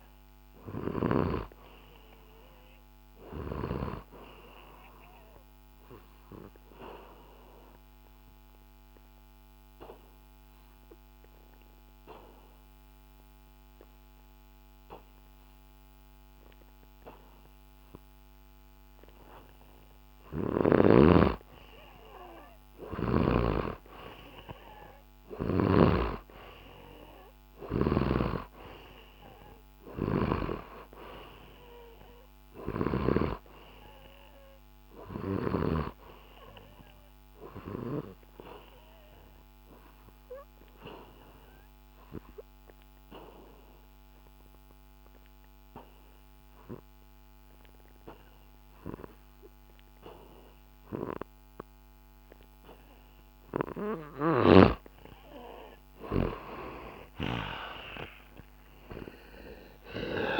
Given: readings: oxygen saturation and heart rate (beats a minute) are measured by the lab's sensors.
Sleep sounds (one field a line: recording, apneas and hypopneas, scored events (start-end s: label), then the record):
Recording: breathing in sleep by a microphone on the trachea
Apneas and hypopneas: 2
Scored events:
0.00-15.00 s: oxygen desaturation (device-marked, oxygen 89% lowest, heart rate 64 extreme)
4.50-19.50 s: obstructive apnea (oxygen 96% before, 89% lowest, heart rate 68 before, 64 extreme)
23.00-28.00 s: arousal
25.50-33.00 s: snoring (device-marked)
30.00-49.00 s: oxygen desaturation (device-marked, oxygen 97% before, 91% lowest, heart rate 67 before, 66 extreme)
35.50-53.00 s: obstructive apnea (oxygen 97% before, 89% lowest, heart rate 66 before, 66 extreme)
55.00-60.00 s: arousal
From the record:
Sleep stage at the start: N2 (light sleep)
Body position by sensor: on the back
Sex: male